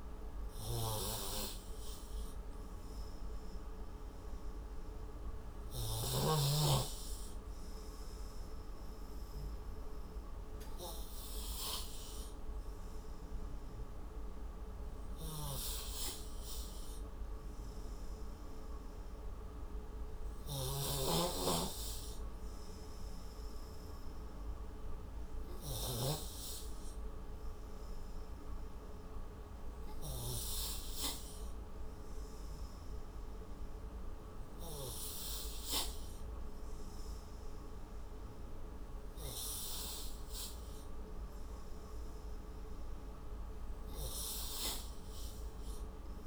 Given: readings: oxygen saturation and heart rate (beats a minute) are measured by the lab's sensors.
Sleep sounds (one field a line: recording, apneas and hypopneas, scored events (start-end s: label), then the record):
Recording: breathing in sleep by a room microphone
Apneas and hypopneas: none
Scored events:
none scored
From the record:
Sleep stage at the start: N3 (deep sleep)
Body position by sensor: on the right side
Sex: male